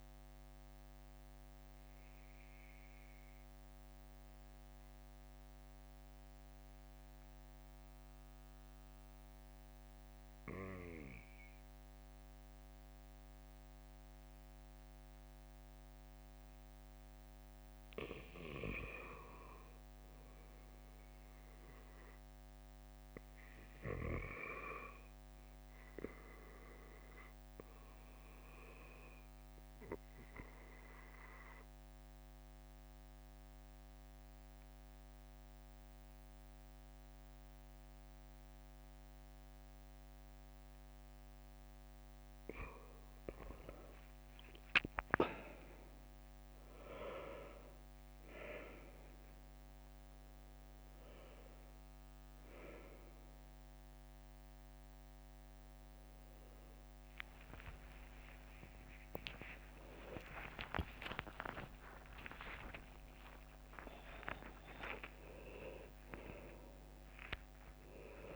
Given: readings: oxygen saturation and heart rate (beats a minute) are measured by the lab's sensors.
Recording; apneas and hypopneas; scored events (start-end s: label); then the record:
a person partly awake in a sleep study, by a microphone on the trachea; 1
2.00-41.00 s: obstructive apnea (oxygen 96% before, 95% lowest, heart rate 61 before, 58 extreme, up 5 after)
44.00-45.00 s: leg movement (device-marked)
45.00-68.36 s: new sleep stage, awake
50.00-53.00 s: bradycardia (device-marked, heart rate 62 before, 61 extreme)
56.00-67.00 s: tachycardia (device-marked, heart rate 62 before, 177 extreme)
57.00-66.50 s: leg movement (device-marked)
57.50-59.50 s: long interval between heartbeats (device-marked, heart rate 62 before, 68 extreme)
59.50-61.50 s: long interval between heartbeats (device-marked, heart rate 64 before, 111 extreme)
63.00-65.00 s: long interval between heartbeats (device-marked, heart rate 79 before, 171 extreme)
65.00-67.00 s: long interval between heartbeats (device-marked, heart rate 90 before, 145 extreme)
From the record:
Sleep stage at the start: N2 (light sleep); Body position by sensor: on the back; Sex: male